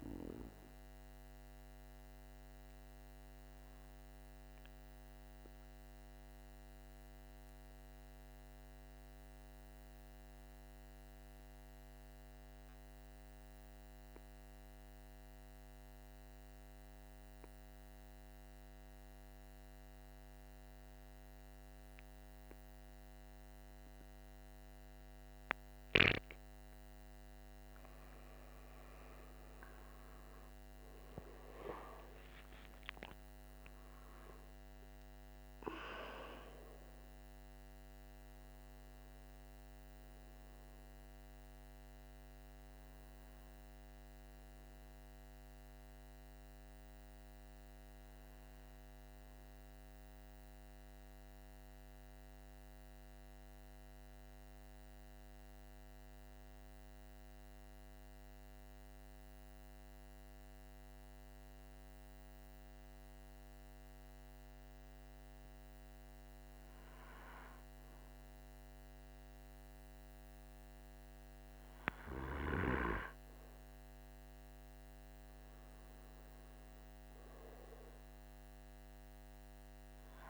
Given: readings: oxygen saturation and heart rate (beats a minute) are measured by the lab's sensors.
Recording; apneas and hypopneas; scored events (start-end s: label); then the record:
breathing in sleep by a microphone on the trachea; 2
5.00-26.50 s: mixed apnea (oxygen 98% before, 94% lowest, heart rate 47 before, 46 extreme, up 5 after)
28.00-33.00 s: arousal
35.00-61.00 s: oxygen desaturation (device-marked, oxygen 97% before, 94% lowest, heart rate 47 before, 45 extreme)
50.00-68.50 s: obstructive apnea (oxygen 98% before, 94% lowest, heart rate 48 before, 45 extreme, up 2 after)
74.00-78.50 s: arousal
From the record:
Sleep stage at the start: N2 (light sleep); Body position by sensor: on the back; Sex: male